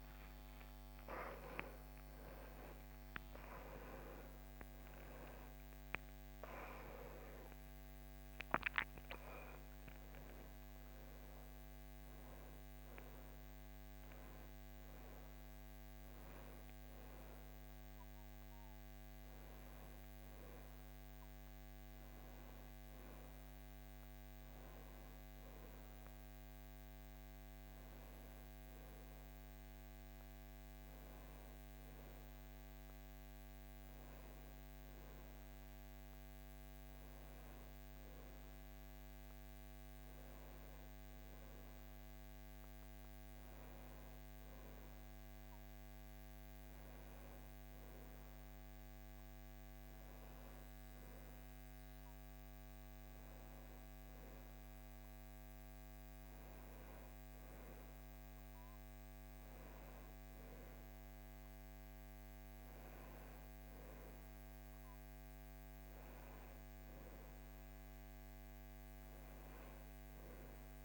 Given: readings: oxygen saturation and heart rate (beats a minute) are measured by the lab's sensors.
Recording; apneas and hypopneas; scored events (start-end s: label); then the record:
a person partly awake in a sleep study, hard to hear, by a microphone on the trachea; none
2.50-70.85 s: new sleep stage, N1 (lightest sleep)
From the record:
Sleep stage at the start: awake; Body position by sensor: on the back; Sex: male